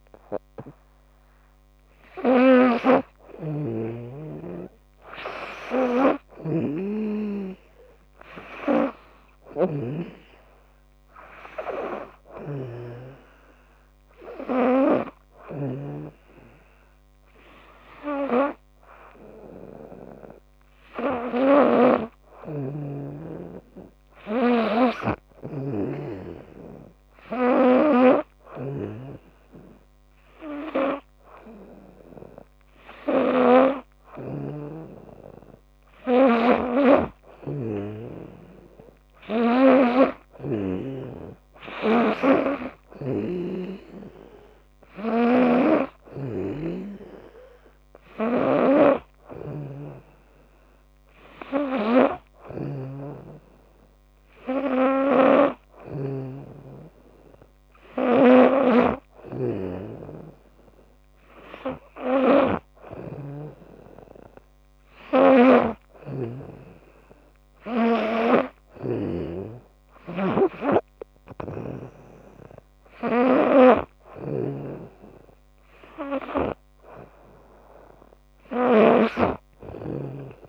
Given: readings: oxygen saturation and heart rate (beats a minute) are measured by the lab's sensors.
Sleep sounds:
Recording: breathing in sleep by a microphone on the trachea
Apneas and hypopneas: none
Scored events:
3.00-40.50 s: snoring (device-marked)
45.00-56.00 s: snoring (device-marked)
58.00-69.00 s: snoring (device-marked)
73.50-80.49 s: snoring (device-marked)
From the record:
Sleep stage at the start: N2 (light sleep)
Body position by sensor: on the back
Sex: female

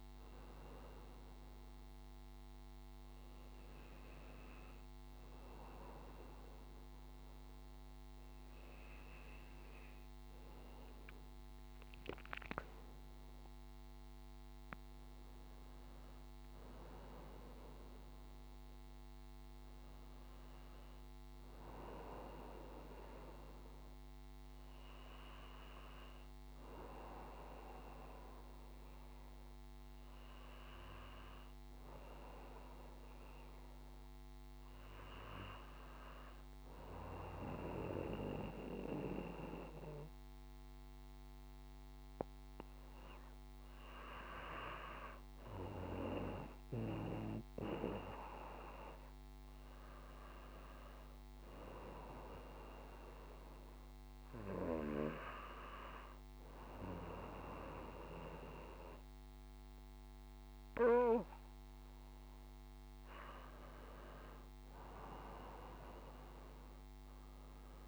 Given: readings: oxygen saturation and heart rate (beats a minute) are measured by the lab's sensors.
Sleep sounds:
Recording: breathing in sleep by a microphone on the trachea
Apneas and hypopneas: none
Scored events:
35.50-67.88 s: new sleep stage, N2 (light sleep)
From the record:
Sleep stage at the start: N1 (lightest sleep)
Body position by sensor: on the back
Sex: male

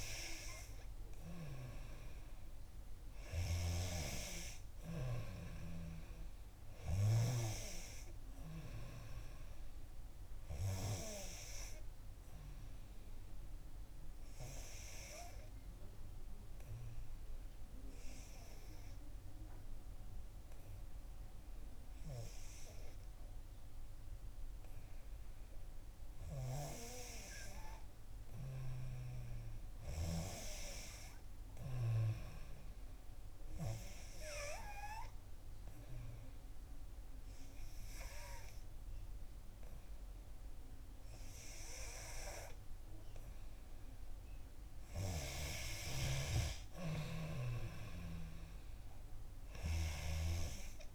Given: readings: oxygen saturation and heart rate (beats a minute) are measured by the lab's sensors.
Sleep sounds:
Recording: breathing in sleep by a room microphone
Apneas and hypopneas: 2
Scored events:
0.00-1.50 s: arousal
14.50-25.00 s: obstructive apnea (oxygen 92% before, 89% lowest, heart rate 64 before, 62 extreme, up 3 after)
26.50-30.00 s: arousal
34.00-44.50 s: obstructive apnea (oxygen 93% before, 88% lowest, heart rate 63 before, 59 extreme, up 2 after)
46.00-50.00 s: arousal
From the record:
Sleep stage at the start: N3 (deep sleep)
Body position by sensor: on the back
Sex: female

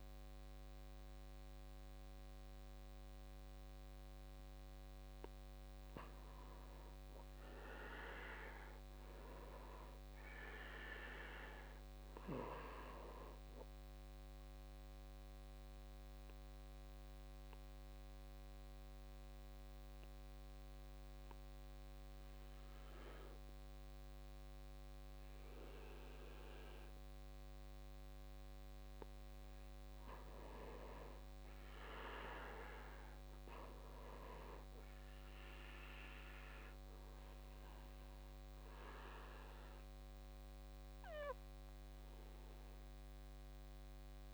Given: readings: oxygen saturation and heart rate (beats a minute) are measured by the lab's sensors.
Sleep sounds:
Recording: breathing in sleep by a microphone on the trachea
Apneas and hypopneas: 1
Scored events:
0.00-8.00 s: oxygen desaturation (device-marked, oxygen 80% lowest, heart rate 52 extreme)
8.00-11.00 s: arousal
14.50-28.00 s: obstructive apnea (oxygen 98% before, 87% lowest, heart rate 57 before, 52 extreme, up 7 after)
31.00-34.50 s: arousal
From the record:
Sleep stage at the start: N2 (light sleep)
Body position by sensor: on the back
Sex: male

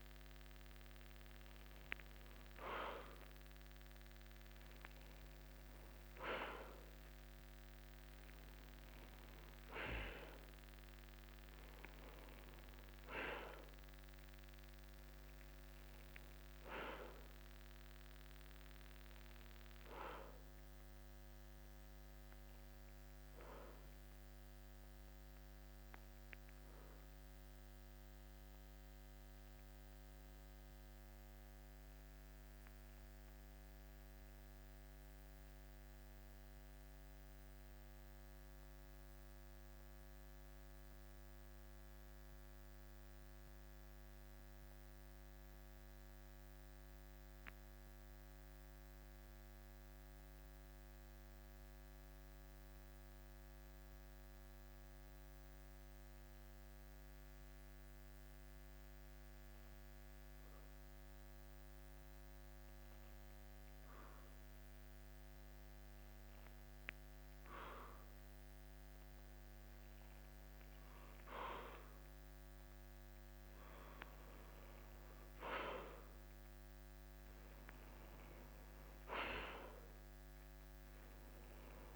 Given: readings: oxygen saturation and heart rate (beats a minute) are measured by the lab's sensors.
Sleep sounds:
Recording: breathing in sleep by a microphone on the trachea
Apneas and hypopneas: 1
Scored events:
33.50-55.50 s: central apnea (oxygen 94% before, 91% lowest, heart rate 57 before, 49 extreme, up 1 after)
58.50-62.50 s: arousal
From the record:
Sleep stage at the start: N2 (light sleep)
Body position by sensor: on the back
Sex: male

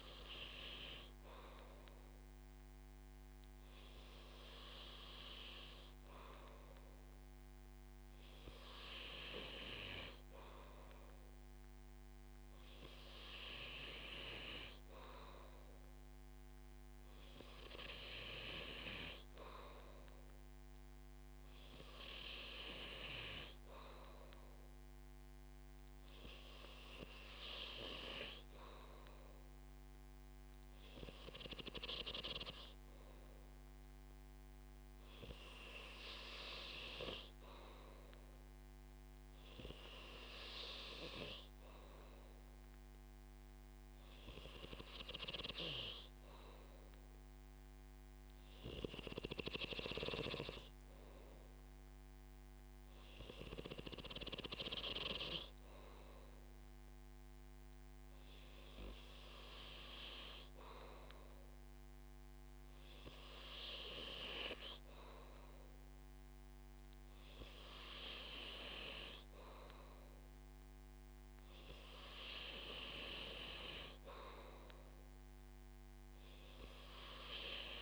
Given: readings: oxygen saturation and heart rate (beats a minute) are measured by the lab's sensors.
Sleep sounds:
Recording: breathing in sleep by a microphone on the trachea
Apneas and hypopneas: none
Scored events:
none scored
From the record:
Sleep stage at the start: N2 (light sleep)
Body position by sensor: on the back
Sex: male

